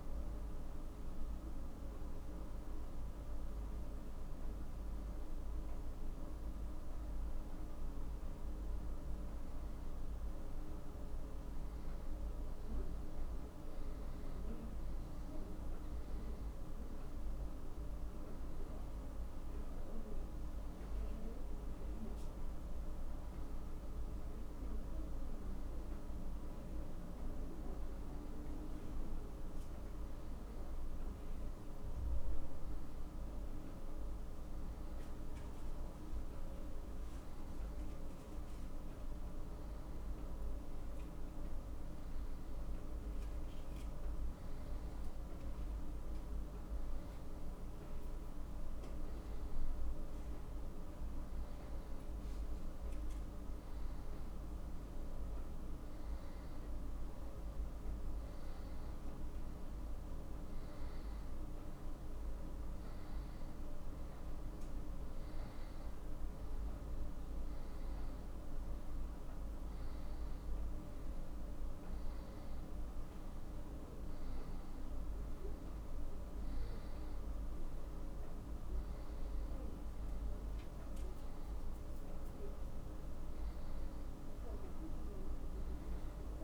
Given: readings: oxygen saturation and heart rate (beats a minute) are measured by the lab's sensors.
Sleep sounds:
breathing in sleep, hard to hear, by a room microphone; none
34.50-86.43 s: new sleep stage, N1 (lightest sleep)
From the record:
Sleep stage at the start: N2 (light sleep); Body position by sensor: on the back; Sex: male

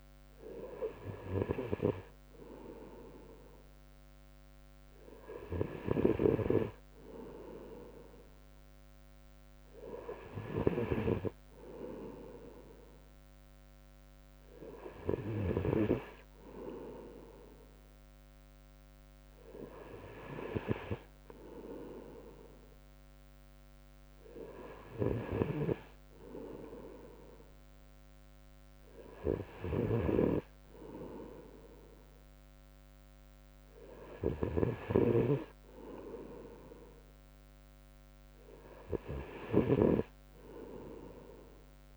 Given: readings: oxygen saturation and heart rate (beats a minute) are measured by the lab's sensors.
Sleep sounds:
breathing in sleep by a microphone on the trachea; none
10.50-41.97 s: new sleep stage, N3 (deep sleep)
From the record:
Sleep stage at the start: N2 (light sleep); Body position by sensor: on the right side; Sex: male

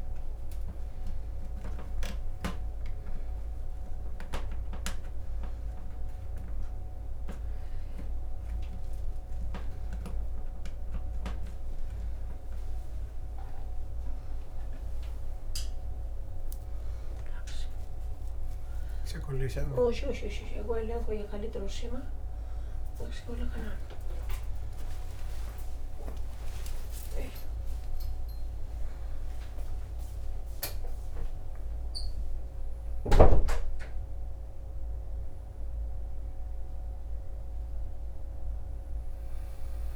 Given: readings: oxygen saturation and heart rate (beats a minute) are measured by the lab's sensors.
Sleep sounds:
a person awake in a sleep study, by a room microphone; none
none scored
From the record:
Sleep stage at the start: awake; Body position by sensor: on the back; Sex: male

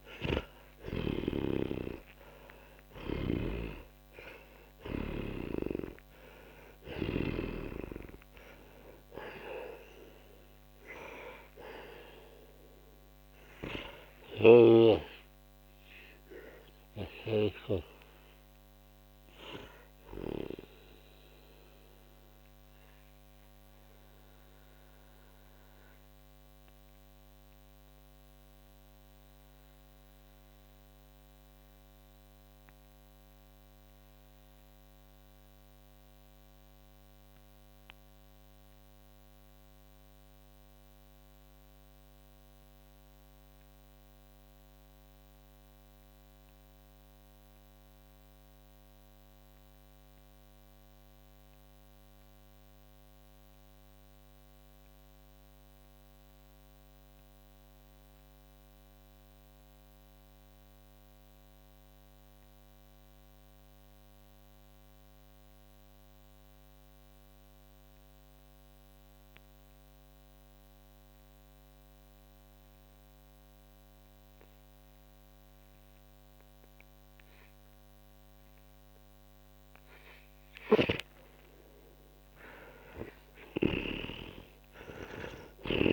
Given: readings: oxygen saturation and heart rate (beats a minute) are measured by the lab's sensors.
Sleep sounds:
breathing in sleep by a microphone on the trachea; 1
0.00-2.00 s: arousal
0.00-7.50 s: snoring (device-marked)
0.00-44.50 s: oxygen desaturation (device-marked, oxygen 76% lowest, heart rate 44 extreme)
14.00-20.50 s: snoring (device-marked)
20.50-81.50 s: mixed apnea (oxygen 90% before, 76% lowest, heart rate 67 before, 45 extreme, up 22 after)
75.50-85.93 s: oxygen desaturation (device-marked, oxygen 99% before, 81% lowest, heart rate 50 before, 46 extreme)
83.00-85.93 s: arousal
83.50-85.93 s: snoring (device-marked)
From the record:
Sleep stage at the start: N2 (light sleep); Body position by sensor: on the back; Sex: male

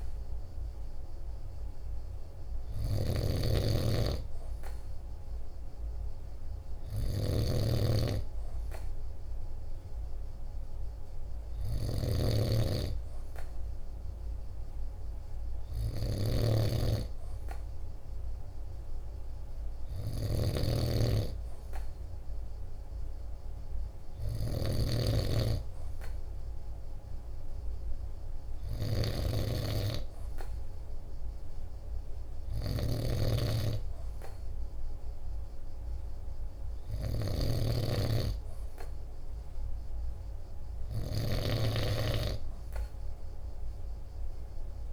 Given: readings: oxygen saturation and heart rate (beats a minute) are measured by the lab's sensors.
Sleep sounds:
breathing in sleep by a room microphone; none
0.00-44.93 s: snoring (device-marked)
From the record:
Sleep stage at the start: N2 (light sleep); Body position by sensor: on the right side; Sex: male

